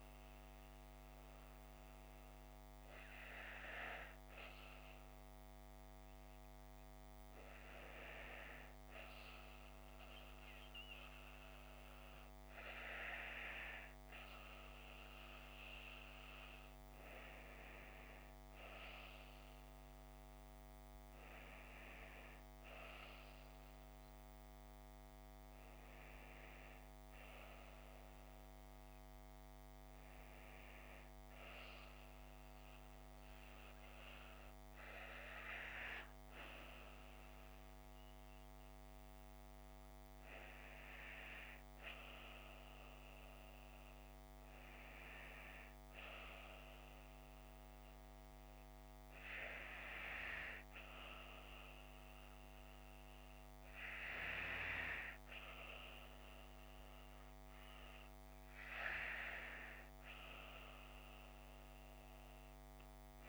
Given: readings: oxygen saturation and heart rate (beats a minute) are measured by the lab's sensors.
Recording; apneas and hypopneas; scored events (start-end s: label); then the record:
breathing in sleep by a microphone on the trachea; 1
23.50-27.00 s: arousal
32.50-43.50 s: hypopnea (oxygen 96% before, 93% lowest)
45.50-49.00 s: arousal
From the record:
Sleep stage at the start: N2 (light sleep); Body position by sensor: on the left side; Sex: female